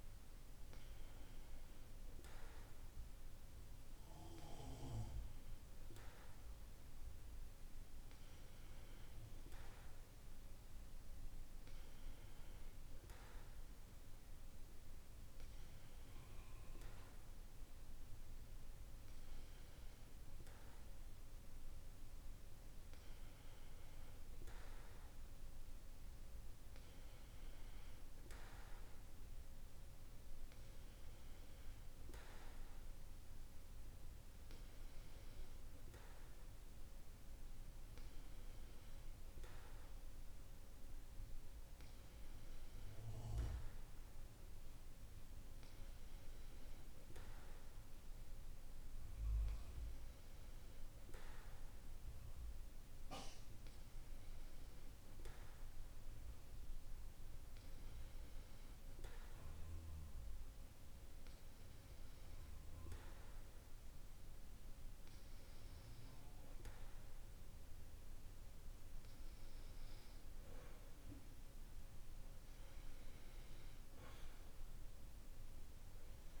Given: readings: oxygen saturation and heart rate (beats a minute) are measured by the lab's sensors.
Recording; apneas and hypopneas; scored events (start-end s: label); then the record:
breathing in sleep, hard to hear, by a room microphone; none
none scored
From the record:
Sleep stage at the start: N2 (light sleep); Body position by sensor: on the back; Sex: male